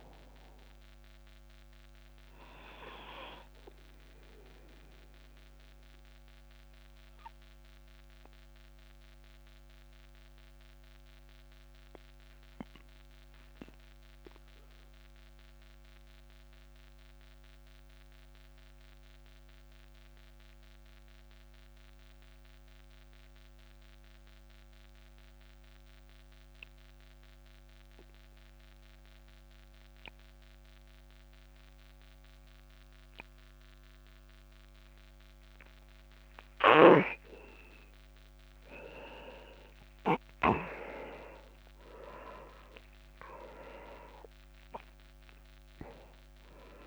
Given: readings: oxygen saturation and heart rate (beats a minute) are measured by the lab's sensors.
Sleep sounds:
breathing in sleep by a microphone on the trachea; 1
0.00-23.50 s: oxygen desaturation (device-marked, oxygen 85% lowest, heart rate 27 extreme)
4.00-36.50 s: obstructive apnea (oxygen 98% before, 85% lowest, heart rate 38 before, 28 extreme, up 35 after)
39.50-43.50 s: arousal
39.50-46.87 s: oxygen desaturation (device-marked, oxygen 99% before, 88% lowest)
From the record:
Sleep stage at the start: N2 (light sleep); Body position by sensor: on the back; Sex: male

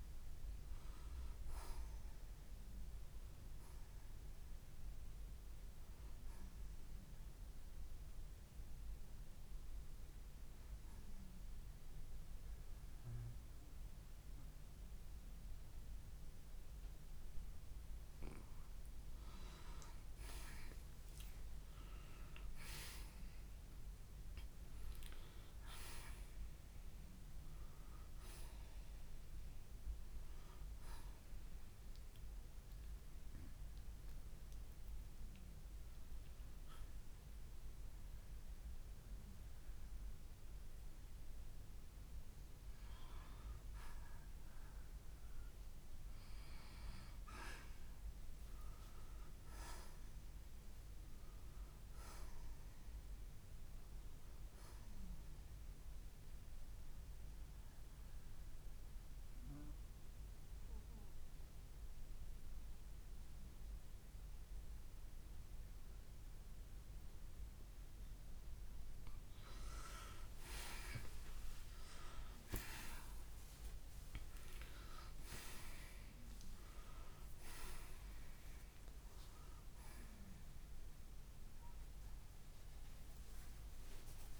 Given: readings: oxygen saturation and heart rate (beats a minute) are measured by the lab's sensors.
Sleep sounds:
breathing in sleep by a room microphone; 3
0.00-1.00 s: arousal
4.50-27.50 s: oxygen desaturation (device-marked, oxygen 91% before, 84% lowest, heart rate 74 before, 58 extreme)
7.00-18.50 s: hypopnea (oxygen 92% before, 84% lowest, heart rate 74 before, 59 extreme, up 9 after)
21.50-27.00 s: arousal
32.00-42.50 s: hypopnea (oxygen 95% before, 80% lowest, heart rate 64 before, 54 extreme, up 12 after)
32.50-49.50 s: oxygen desaturation (device-marked, oxygen 95% before, 87% lowest, heart rate 64 before, 53 extreme)
49.50-53.50 s: arousal
55.50-71.50 s: oxygen desaturation (device-marked, oxygen 94% before, 88% lowest, heart rate 67 before, 53 extreme)
58.00-69.00 s: obstructive apnea (oxygen 95% before, 80% lowest, heart rate 67 before, 53 extreme, up 13 after)
72.50-77.50 s: arousal
From the record:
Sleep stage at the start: N2 (light sleep); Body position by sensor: on the right side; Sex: male

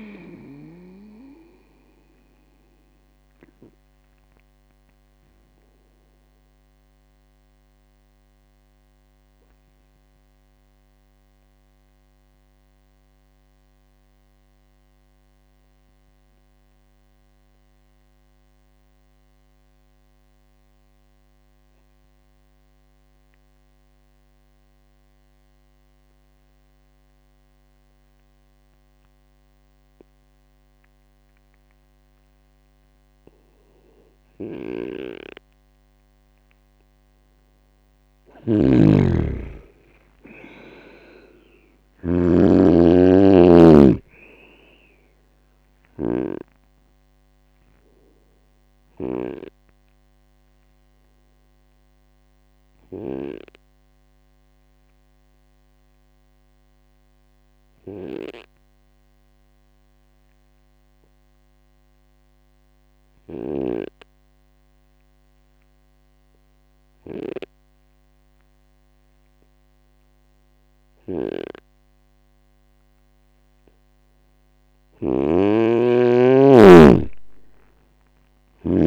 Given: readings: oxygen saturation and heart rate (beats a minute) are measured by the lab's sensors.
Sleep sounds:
breathing in sleep by a microphone on the trachea; 2
3.00-34.50 s: obstructive apnea (oxygen 99% before, 92% lowest, heart rate 75 before, 61 extreme, up 1 after)
16.00-26.00 s: oxygen desaturation (device-marked, oxygen 97% before, 92% lowest, heart rate 70 before, 69 extreme)
37.00-40.50 s: arousal
38.50-53.50 s: snoring (device-marked)
41.00-59.00 s: oxygen desaturation (device-marked, oxygen 99% before, 95% lowest, heart rate 72 before, 61 extreme)
49.50-73.00 s: obstructive apnea (oxygen 100% before, 94% lowest, heart rate 71 before, 61 extreme, up 13 after)
63.00-78.87 s: snoring (device-marked)
From the record:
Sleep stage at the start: N2 (light sleep); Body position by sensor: on the right side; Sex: male

